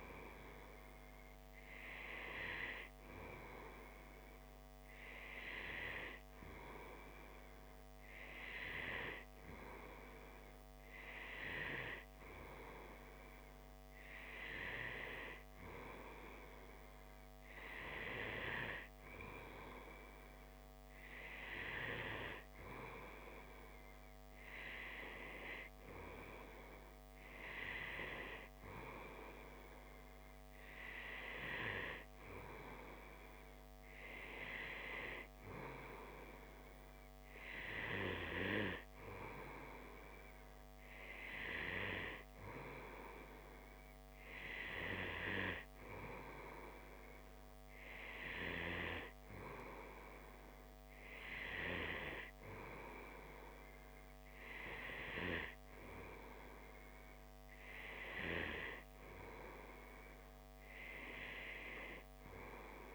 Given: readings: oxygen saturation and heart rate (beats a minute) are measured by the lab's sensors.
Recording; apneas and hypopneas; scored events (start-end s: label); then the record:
breathing in sleep by a microphone on the trachea; none
none scored
From the record:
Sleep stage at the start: N2 (light sleep); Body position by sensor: on the back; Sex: male